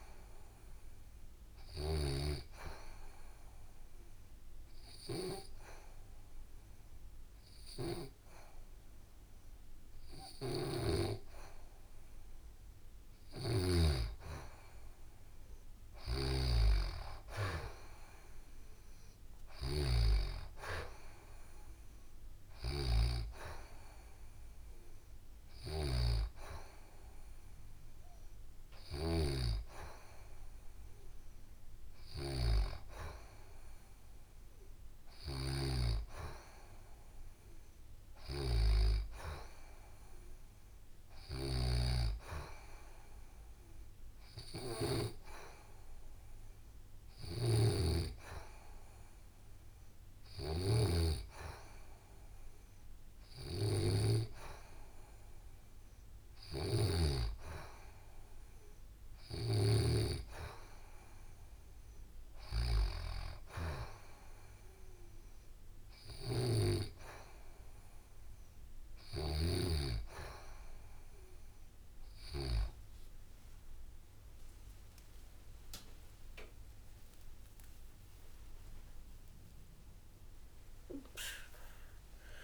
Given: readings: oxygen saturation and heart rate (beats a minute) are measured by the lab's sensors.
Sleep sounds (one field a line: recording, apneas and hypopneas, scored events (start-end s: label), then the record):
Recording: breathing in sleep by a room microphone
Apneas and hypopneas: 1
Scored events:
0.00-1.00 s: oxygen desaturation (device-marked, oxygen 89% lowest, heart rate 63 extreme)
2.50-13.50 s: obstructive apnea (oxygen 93% before, 89% lowest, heart rate 67 before, 65 extreme, up 4 after)
3.00-9.00 s: oxygen desaturation (device-marked, oxygen 94% before, 90% lowest, heart rate 67 before, 66 extreme)
16.50-19.50 s: arousal
19.00-25.50 s: snoring (device-marked)
24.00-37.00 s: oxygen desaturation (device-marked, oxygen 94% before, 89% lowest, heart rate 69 before, 65 extreme)
41.00-59.50 s: snoring (device-marked)
65.50-69.00 s: snoring (device-marked)
75.00-77.00 s: long interval between heartbeats (device-marked, heart rate 71 before, 83 extreme)
76.00-82.44 s: leg movement (device-marked)
76.00-82.44 s: new sleep stage, awake
79.00-82.44 s: tachycardia (device-marked, heart rate 70 before, 188 extreme)
From the record:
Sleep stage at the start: N2 (light sleep)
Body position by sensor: on the back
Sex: female